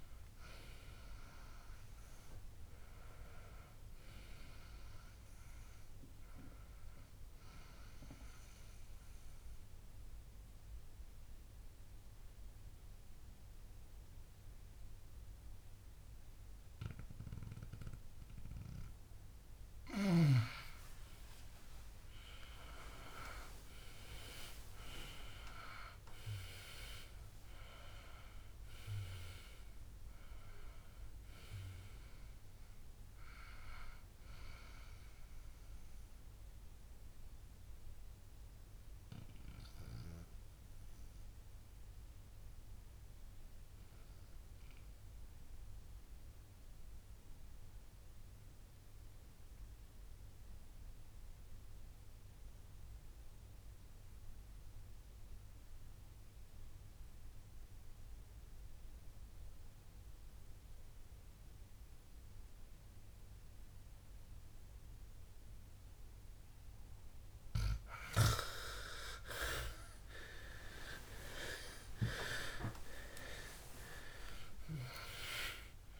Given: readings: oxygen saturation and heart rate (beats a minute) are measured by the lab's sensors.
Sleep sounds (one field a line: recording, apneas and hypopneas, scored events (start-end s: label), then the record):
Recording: breathing in sleep by a room microphone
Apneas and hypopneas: 2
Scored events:
0.00-2.50 s: arousal
8.00-20.50 s: obstructive apnea (oxygen 100% before, 88% lowest, heart rate 68 before, 58 extreme, up 18 after)
27.00-31.50 s: arousal
35.50-68.50 s: mixed apnea (oxygen 100% before, 88% lowest, heart rate 68 before, 58 extreme, up 24 after)
60.00-76.00 s: oxygen desaturation (device-marked, oxygen 98% before, 88% lowest, heart rate 60 before, 55 extreme)
70.50-76.00 s: arousal
From the record:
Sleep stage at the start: N2 (light sleep)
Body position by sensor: on the back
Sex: male